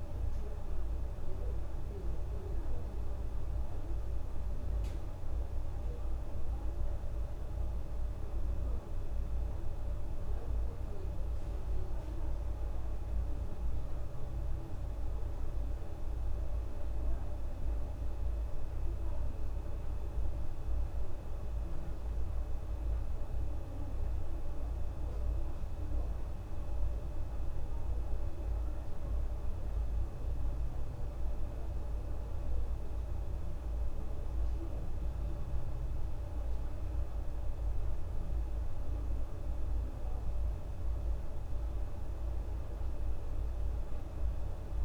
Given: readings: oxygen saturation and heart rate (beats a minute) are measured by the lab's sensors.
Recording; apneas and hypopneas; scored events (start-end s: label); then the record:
breathing in sleep, hard to hear, by a room microphone; none
none scored
From the record:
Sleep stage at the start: N1 (lightest sleep); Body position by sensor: on the back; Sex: female